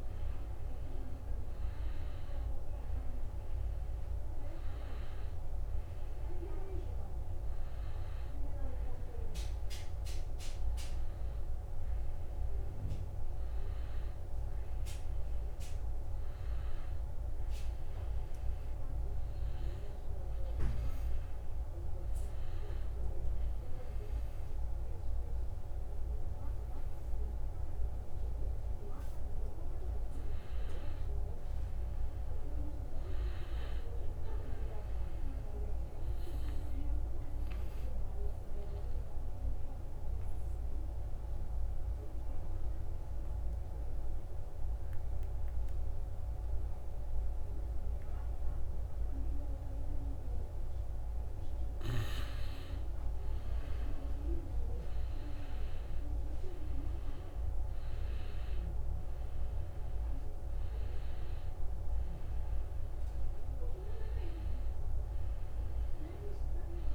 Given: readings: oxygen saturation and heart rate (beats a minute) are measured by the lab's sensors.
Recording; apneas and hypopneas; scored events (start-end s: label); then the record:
breathing in sleep, hard to hear, by a room microphone; 2
0.00-1.50 s: arousal
19.50-30.50 s: hypopnea (oxygen 95% before, 88% lowest, heart rate 71 before, 68 extreme, up 4 after)
31.50-35.50 s: arousal
37.50-50.00 s: obstructive apnea (oxygen 96% before, 88% lowest, heart rate 73 before, 68 extreme, up 2 after)
52.00-57.50 s: arousal
52.00-66.95 s: oxygen desaturation (device-marked, oxygen 95% before, 88% lowest, heart rate 70 before, 67 extreme)
From the record:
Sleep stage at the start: N2 (light sleep); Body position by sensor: on the back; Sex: male